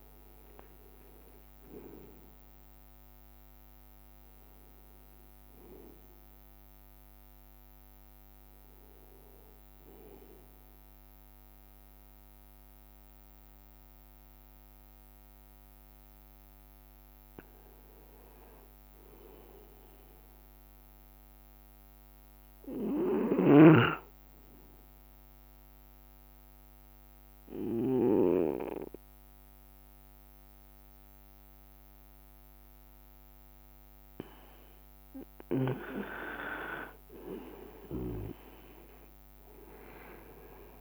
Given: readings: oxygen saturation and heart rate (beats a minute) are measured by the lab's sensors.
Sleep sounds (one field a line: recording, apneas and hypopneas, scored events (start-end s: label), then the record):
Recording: breathing in sleep by a microphone on the trachea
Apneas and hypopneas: 1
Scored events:
1.00-5.50 s: leg movement (device-marked)
1.50-3.50 s: long interval between heartbeats (device-marked, heart rate 71 before, 82 extreme)
2.00-12.00 s: drop in pulse transit time (device-marked, heart rate 71 before, 67 extreme)
9.00-40.81 s: new sleep stage, N2 (light sleep)
18.00-22.00 s: arousal
20.00-21.00 s: leg movement (device-marked)
25.50-36.00 s: obstructive apnea (oxygen 96% before, 91% lowest, heart rate 69 before, 66 extreme, up 5 after)
37.50-40.81 s: arousal
37.50-40.81 s: leg movement (device-marked)
38.00-40.81 s: drop in pulse transit time (device-marked, heart rate 66 before, 67 extreme)
From the record:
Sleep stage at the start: N1 (lightest sleep)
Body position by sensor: on the right side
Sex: male